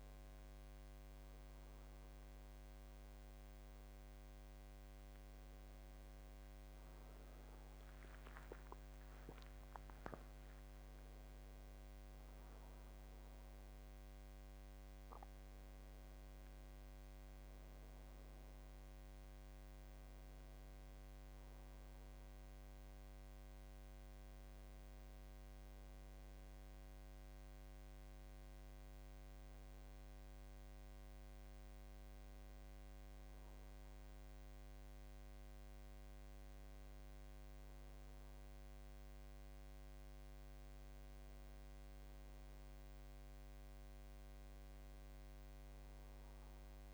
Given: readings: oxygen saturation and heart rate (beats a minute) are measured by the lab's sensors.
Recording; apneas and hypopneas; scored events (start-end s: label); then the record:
a person partly awake in a sleep study, hard to hear, by a microphone on the trachea; none
19.50-46.94 s: new sleep stage, N1 (lightest sleep)
From the record:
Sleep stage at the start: awake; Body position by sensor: on the back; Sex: male